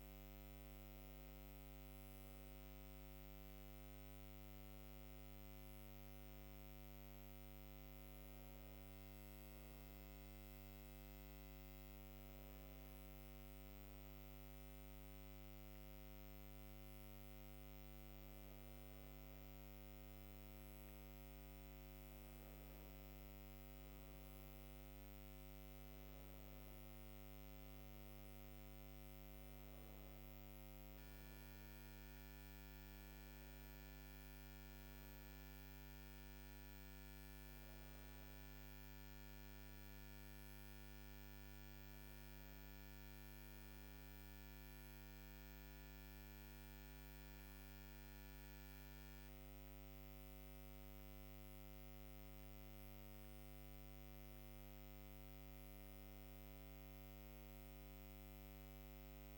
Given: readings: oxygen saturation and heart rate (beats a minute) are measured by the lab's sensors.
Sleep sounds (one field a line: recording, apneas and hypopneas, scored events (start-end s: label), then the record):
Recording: breathing in sleep, hard to hear, by a microphone on the trachea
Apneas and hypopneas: none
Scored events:
3.00-59.38 s: new sleep stage, N2 (light sleep)
From the record:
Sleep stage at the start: N1 (lightest sleep)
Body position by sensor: on the right side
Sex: female